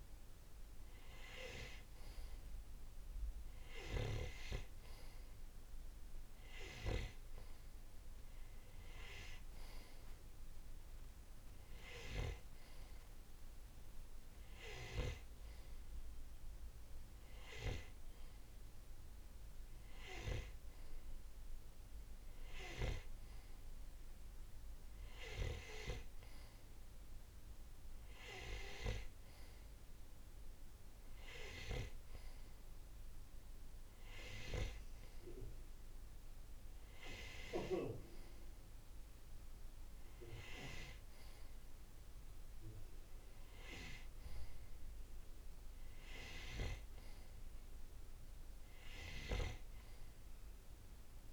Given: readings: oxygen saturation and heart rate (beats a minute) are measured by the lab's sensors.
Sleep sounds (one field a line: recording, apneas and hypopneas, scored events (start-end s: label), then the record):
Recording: breathing in sleep by a room microphone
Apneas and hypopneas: none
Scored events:
none scored
From the record:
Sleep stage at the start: N2 (light sleep)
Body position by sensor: on the right side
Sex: male